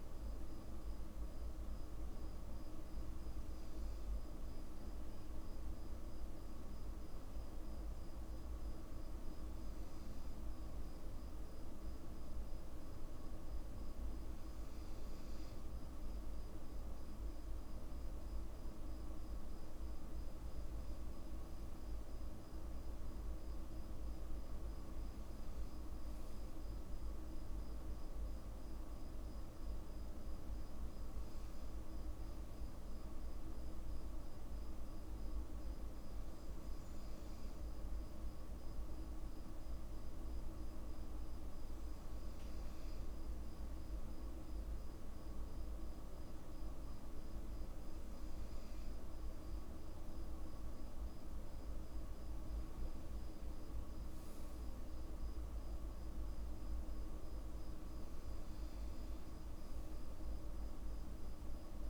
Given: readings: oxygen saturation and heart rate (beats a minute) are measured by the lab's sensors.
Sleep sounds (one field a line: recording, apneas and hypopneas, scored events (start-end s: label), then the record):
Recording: breathing in sleep, hard to hear, by a room microphone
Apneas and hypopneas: none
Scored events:
none scored
From the record:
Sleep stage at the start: N2 (light sleep)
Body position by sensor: on the back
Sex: male